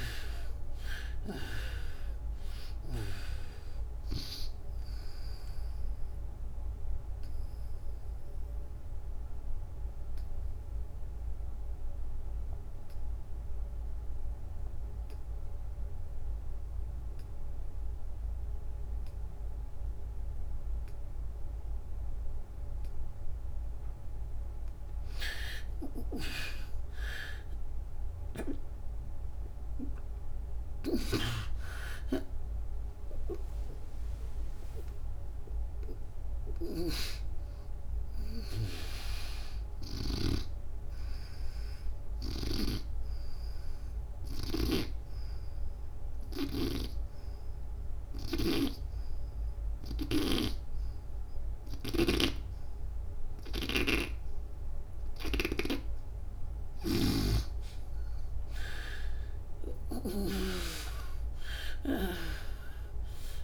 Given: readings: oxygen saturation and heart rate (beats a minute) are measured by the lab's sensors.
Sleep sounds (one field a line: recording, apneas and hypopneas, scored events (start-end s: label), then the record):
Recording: breathing in sleep by a room microphone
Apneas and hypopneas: 2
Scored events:
0.00-2.00 s: arousal
0.00-17.00 s: oxygen desaturation (device-marked, oxygen 65% lowest, heart rate 76 extreme)
6.00-23.00 s: obstructive apnea (oxygen 90% before, 65% lowest, heart rate 84 before, 76 extreme, up 20 after)
19.00-43.00 s: oxygen desaturation (device-marked, oxygen 96% before, 67% lowest, heart rate 94 before, 78 extreme)
27.50-32.00 s: arousal
30.50-44.50 s: snoring (device-marked)
41.00-53.50 s: obstructive apnea (oxygen 96% before, 60% lowest, heart rate 98 before, 76 extreme, up 39 after)
51.00-63.44 s: oxygen desaturation (device-marked, oxygen 94% before, 72% lowest, heart rate 98 before, 71 extreme)
59.50-63.44 s: arousal
From the record:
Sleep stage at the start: N2 (light sleep)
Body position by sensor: on the back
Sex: female